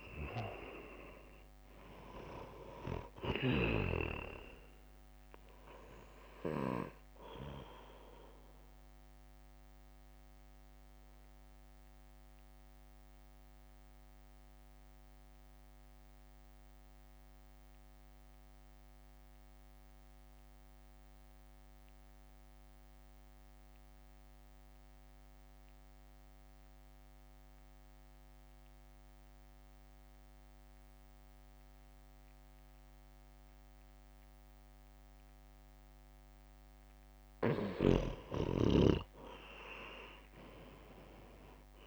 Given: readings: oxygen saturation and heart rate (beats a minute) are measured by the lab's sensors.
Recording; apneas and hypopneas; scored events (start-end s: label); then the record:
breathing in sleep by a microphone on the trachea; 1
0.00-1.50 s: arousal
0.00-11.50 s: drop in pulse transit time (device-marked, heart rate 53 extreme)
8.00-37.00 s: mixed apnea (oxygen 98% before, 90% lowest, heart rate 59 before, 50 extreme, up 4 after)
17.50-29.50 s: oxygen desaturation (device-marked, oxygen 94% before, 90% lowest, heart rate 56 before, 50 extreme)
From the record:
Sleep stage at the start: N2 (light sleep); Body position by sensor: on the right side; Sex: male